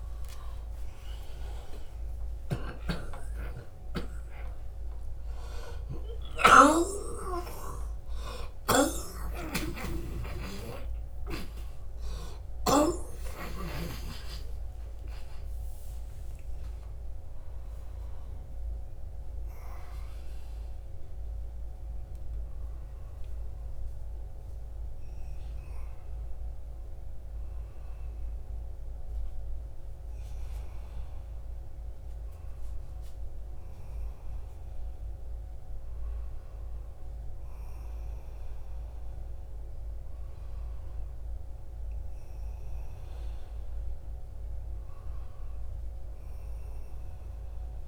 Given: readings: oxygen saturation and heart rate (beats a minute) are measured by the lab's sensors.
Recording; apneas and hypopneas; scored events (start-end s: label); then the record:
a person partly awake in a sleep study, by a room microphone; none
1.50-6.00 s: snoring (device-marked)
6.00-8.00 s: long interval between heartbeats (device-marked, heart rate 118 before, 97 extreme)
8.00-12.00 s: snoring (device-marked)
8.50-10.50 s: long interval between heartbeats (device-marked, heart rate 112 before, 111 extreme)
20.00-47.88 s: new sleep stage, N1 (lightest sleep)
24.00-47.88 s: oxygen desaturation (device-marked, oxygen 97% before, 92% lowest, heart rate 105 before, 84 extreme)
From the record:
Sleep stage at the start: awake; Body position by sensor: on the back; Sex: male